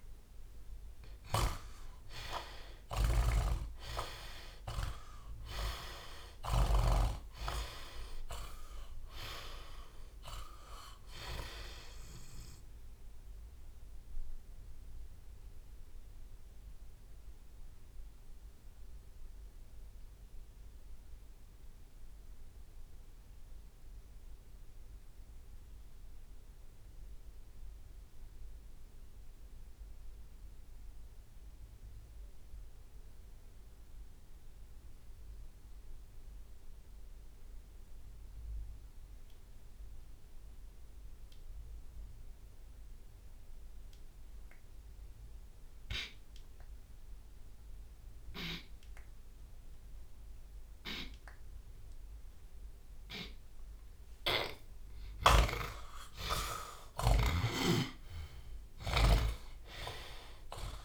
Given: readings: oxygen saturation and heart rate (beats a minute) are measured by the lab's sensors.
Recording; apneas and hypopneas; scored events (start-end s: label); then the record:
breathing in sleep by a room microphone; 1
0.00-2.00 s: arousal
2.00-16.00 s: drop in pulse transit time (device-marked, heart rate 59 before, 61 extreme)
3.00-7.00 s: snoring (device-marked)
3.00-11.00 s: oxygen desaturation (device-marked, oxygen 97% before, 94% lowest, heart rate 59 before, 58 extreme)
19.00-34.00 s: oxygen desaturation (device-marked, oxygen 94% before, 82% lowest)
19.50-47.50 s: obstructive apnea (oxygen 97% before, 81% lowest)
30.50-32.50 s: long interval between heartbeats (device-marked, heart rate 66 before, 58 extreme)
31.00-33.00 s: drop in pulse transit time (device-marked, heart rate 65 before, 58 extreme)
37.00-39.00 s: long interval between heartbeats (device-marked)
42.00-44.00 s: long interval between heartbeats (device-marked, heart rate 48 before, 39 extreme)
47.00-49.00 s: long interval between heartbeats (device-marked, heart rate 42 before, 28 extreme)
48.00-57.00 s: oxygen desaturation (device-marked, oxygen 99% before, 96% lowest)
54.00-57.50 s: snoring (device-marked)
54.50-56.50 s: long interval between heartbeats (device-marked, heart rate 31 before, 41 extreme)
54.50-60.00 s: arousal
58.50-60.50 s: long interval between heartbeats (device-marked, heart rate 31 before, 45 extreme)
From the record:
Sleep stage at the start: N2 (light sleep); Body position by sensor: on the back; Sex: male